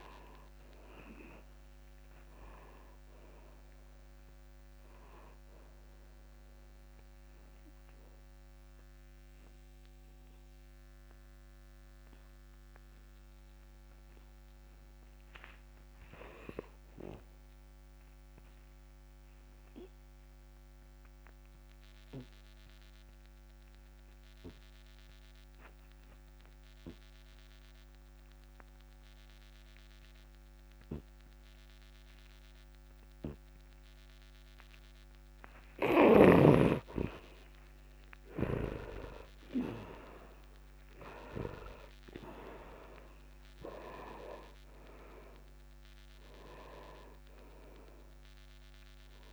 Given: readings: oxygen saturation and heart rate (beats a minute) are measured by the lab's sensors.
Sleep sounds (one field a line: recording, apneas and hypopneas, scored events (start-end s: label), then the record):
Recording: breathing in sleep by a microphone on the trachea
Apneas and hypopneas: 1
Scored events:
0.00-19.50 s: oxygen desaturation (device-marked, oxygen 82% lowest, heart rate 52 extreme)
6.50-35.50 s: obstructive apnea (oxygen 99% before, 77% lowest, heart rate 62 before, 52 extreme, up 1 after)
31.50-49.33 s: oxygen desaturation (device-marked, oxygen 99% before, 77% lowest, heart rate 65 before, 52 extreme)
37.50-41.00 s: arousal
43.50-49.33 s: new sleep stage, N1 (lightest sleep)
From the record:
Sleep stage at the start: N2 (light sleep)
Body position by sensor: on the back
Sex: male